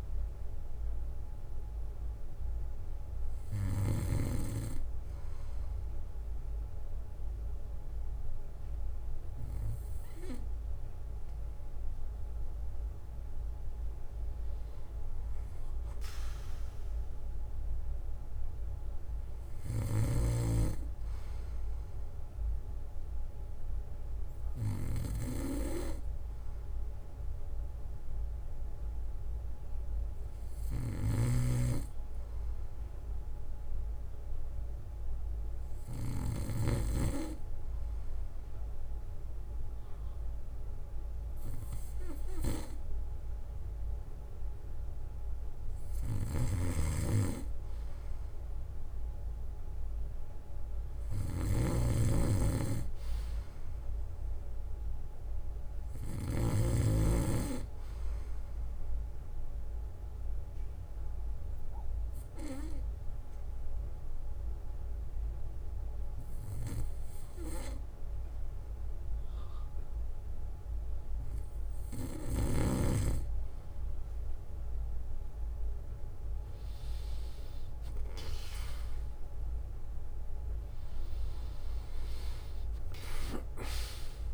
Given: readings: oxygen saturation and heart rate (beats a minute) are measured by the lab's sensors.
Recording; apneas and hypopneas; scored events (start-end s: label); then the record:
breathing in sleep by a room microphone; 2
0.00-4.50 s: snoring (device-marked)
0.00-12.00 s: bradycardia (device-marked, heart rate 54 extreme)
20.00-25.00 s: bradycardia (device-marked, heart rate 60 before, 59 extreme)
26.00-28.00 s: bradycardia (device-marked, heart rate 60 before, 59 extreme)
27.00-30.00 s: arousal
31.00-37.00 s: snoring (device-marked)
34.00-46.00 s: hypopnea (oxygen 96% before, 93% lowest, heart rate 60 before, 56 extreme, up 1 after)
35.00-39.00 s: bradycardia (device-marked, heart rate 60 before, 59 extreme)
40.00-43.00 s: bradycardia (device-marked, heart rate 60 before, 59 extreme)
45.00-47.00 s: bradycardia (device-marked, heart rate 60 before, 59 extreme)
46.50-56.50 s: snoring (device-marked)
47.50-52.00 s: arousal
50.00-53.00 s: bradycardia (device-marked, heart rate 60 before, 60 extreme)
55.00-58.00 s: bradycardia (device-marked, heart rate 60 before, 59 extreme)
59.50-72.50 s: obstructive apnea (oxygen 96% before, 93% lowest, heart rate 59 before, 58 extreme, up 8 after)
60.00-72.00 s: bradycardia (device-marked, heart rate 60 before, 59 extreme)
76.50-80.00 s: arousal
From the record:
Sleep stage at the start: N2 (light sleep); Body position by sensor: on the back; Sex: male